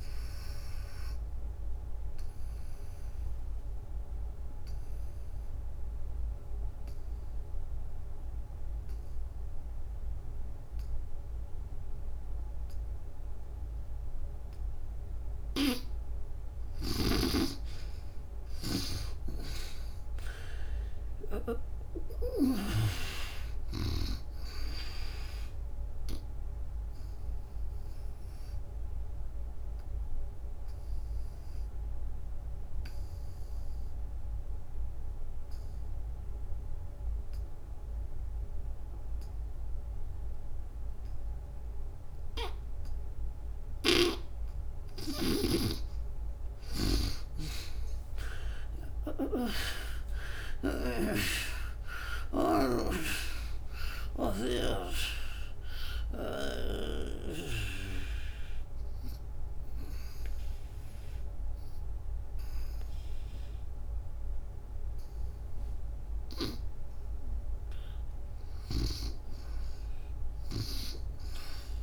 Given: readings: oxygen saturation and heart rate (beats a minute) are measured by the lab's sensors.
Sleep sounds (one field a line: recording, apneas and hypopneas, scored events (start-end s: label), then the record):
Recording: breathing in sleep by a room microphone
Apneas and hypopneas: 3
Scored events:
0.00-9.00 s: oxygen desaturation (device-marked, oxygen 80% lowest, heart rate 62 extreme)
0.50-16.00 s: obstructive apnea (oxygen 96% before, 78% lowest, heart rate 88 before, 62 extreme, up 38 after)
16.00-22.50 s: snoring (device-marked)
21.00-24.50 s: arousal
25.00-43.00 s: oxygen desaturation (device-marked, oxygen 95% before, 78% lowest, heart rate 83 before, 65 extreme)
26.50-45.00 s: obstructive apnea (oxygen 96% before, 78% lowest, heart rate 82 before, 65 extreme, up 41 after)
47.50-51.50 s: arousal
54.00-67.00 s: oxygen desaturation (device-marked, oxygen 96% before, 78% lowest, heart rate 76 before, 68 extreme)
56.00-67.00 s: obstructive apnea (oxygen 96% before, 78% lowest, heart rate 80 before, 68 extreme, up 6 after)
68.50-71.50 s: arousal
From the record:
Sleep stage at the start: N2 (light sleep)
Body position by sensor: on the back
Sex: female